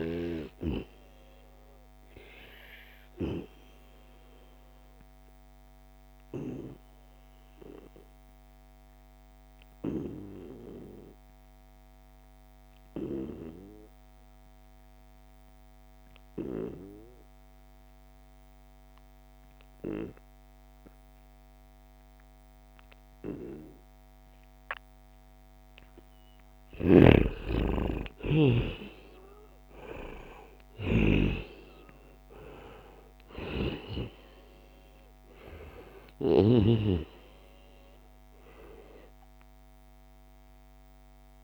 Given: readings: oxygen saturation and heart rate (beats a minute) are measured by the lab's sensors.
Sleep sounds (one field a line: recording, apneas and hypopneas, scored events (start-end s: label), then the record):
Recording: breathing in sleep by a microphone on the trachea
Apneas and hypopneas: 1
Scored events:
1.00-25.50 s: obstructive apnea (oxygen 97% before, 87% lowest, heart rate 75 before, 68 extreme, up 7 after)
19.50-41.44 s: oxygen desaturation (device-marked, oxygen 95% before, 87% lowest, heart rate 75 before, 67 extreme)
26.00-36.00 s: snoring (device-marked)
26.50-31.00 s: arousal
From the record:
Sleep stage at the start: N2 (light sleep)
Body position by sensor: on the right side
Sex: male